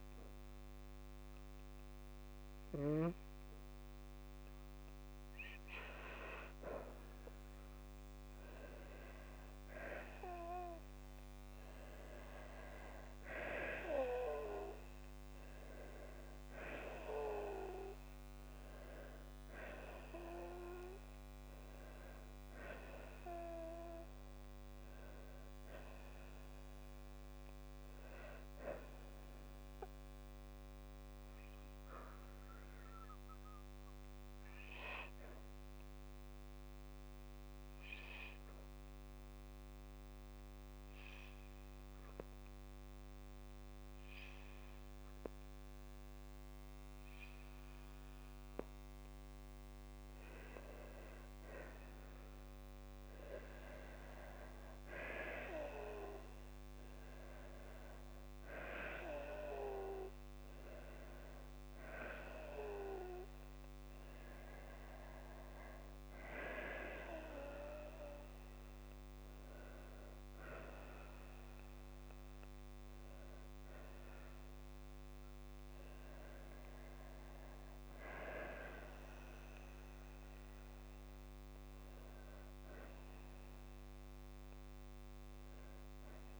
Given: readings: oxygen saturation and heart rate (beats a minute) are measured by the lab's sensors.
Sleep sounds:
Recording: breathing in sleep by a microphone on the trachea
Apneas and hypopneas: 1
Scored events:
19.00-22.50 s: arousal
35.00-49.00 s: hypopnea (oxygen 97% before, 94% lowest, heart rate 58 before, 55 extreme, up 3 after)
51.00-54.50 s: arousal
65.00-67.00 s: long interval between heartbeats (device-marked, heart rate 58 before, 69 extreme)
From the record:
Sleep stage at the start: N2 (light sleep)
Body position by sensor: on the back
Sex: female

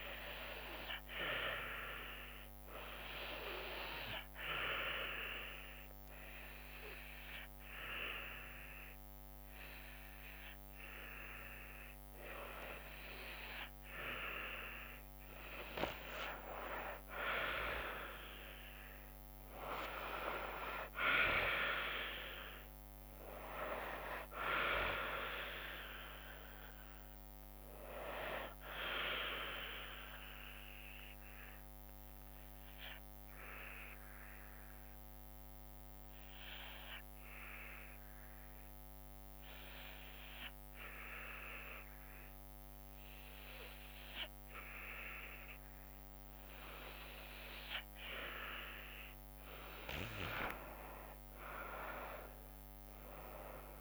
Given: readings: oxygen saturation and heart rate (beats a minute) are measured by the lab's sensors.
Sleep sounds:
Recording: breathing in sleep by a microphone on the trachea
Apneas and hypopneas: 2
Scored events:
0.00-33.00 s: oxygen desaturation (device-marked, oxygen 97% before, 88% lowest, heart rate 65 before, 57 extreme)
5.00-16.50 s: hypopnea (oxygen 97% before, 88% lowest, heart rate 66 before, 57 extreme, up 11 after)
20.50-24.00 s: arousal
22.00-34.00 s: drop in pulse transit time (device-marked, heart rate 63 before, 66 extreme)
26.00-53.81 s: new sleep stage, REM sleep
30.50-47.50 s: obstructive apnea (oxygen 94% before, 86% lowest, heart rate 64 before, 61 extreme, up 27 after)
49.00-53.81 s: oxygen desaturation (device-marked, oxygen 96% before, 88% lowest, heart rate 64 before, 54 extreme)
50.00-53.81 s: drop in pulse transit time (device-marked, heart rate 64 before, 65 extreme)
51.00-53.81 s: arousal
From the record:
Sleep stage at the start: N2 (light sleep)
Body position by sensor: on the back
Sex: female

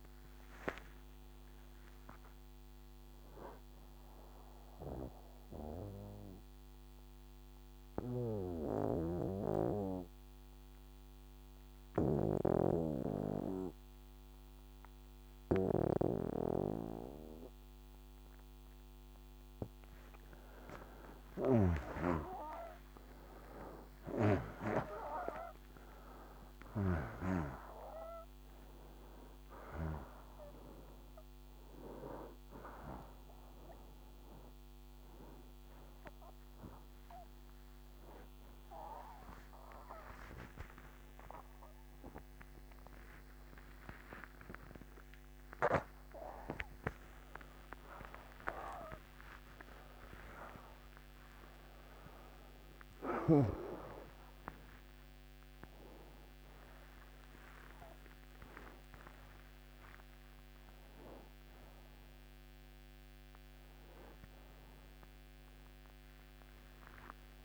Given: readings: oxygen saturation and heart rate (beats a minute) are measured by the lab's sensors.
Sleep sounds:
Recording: a person awake in a sleep study, by a microphone on the trachea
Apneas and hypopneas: 1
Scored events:
5.50-19.00 s: obstructive apnea (oxygen 97% before, 83% lowest, heart rate 78 before, 59 extreme, up 24 after)
28.00-67.45 s: new sleep stage, awake
From the record:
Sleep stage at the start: N2 (light sleep)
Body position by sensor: on the back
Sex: male

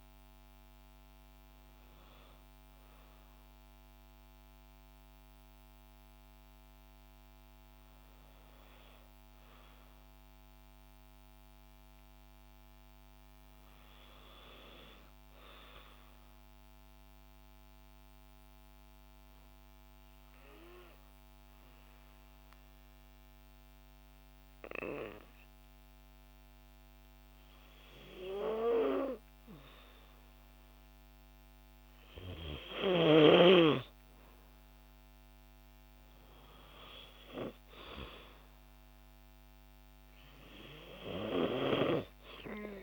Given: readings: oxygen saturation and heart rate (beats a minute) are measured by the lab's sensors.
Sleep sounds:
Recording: breathing in sleep by a microphone on the trachea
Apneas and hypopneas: 1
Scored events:
0.00-3.50 s: oxygen desaturation (device-marked, oxygen 92% lowest, heart rate 54 extreme)
10.50-14.00 s: arousal
16.50-29.00 s: obstructive apnea (oxygen 96% before, 91% lowest, heart rate 56 before, 56 extreme, up 1 after)
28.50-42.83 s: oxygen desaturation (device-marked, oxygen 95% before, 91% lowest, heart rate 57 before, 55 extreme)
31.00-33.50 s: arousal
From the record:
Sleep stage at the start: N2 (light sleep)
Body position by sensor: on the back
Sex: female

